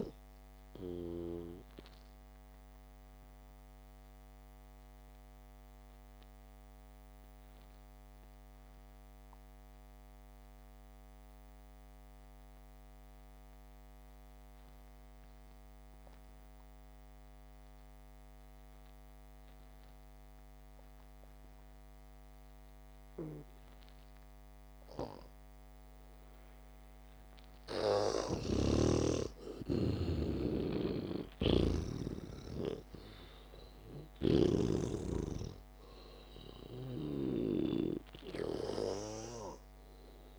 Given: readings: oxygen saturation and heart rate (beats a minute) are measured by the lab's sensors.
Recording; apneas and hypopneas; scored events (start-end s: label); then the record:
breathing in sleep by a microphone on the trachea; 1
3.00-5.00 s: long interval between heartbeats (device-marked, heart rate 56 before, 61 extreme)
4.00-25.50 s: mixed apnea (oxygen 98% before, 85% lowest, heart rate 56 before, 47 extreme)
13.50-25.50 s: oxygen desaturation (device-marked, oxygen 93% before, 87% lowest, heart rate 58 before, 47 extreme)
28.00-31.50 s: arousal
29.00-35.50 s: snoring (device-marked)
From the record:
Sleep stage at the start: N2 (light sleep); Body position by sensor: on the back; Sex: male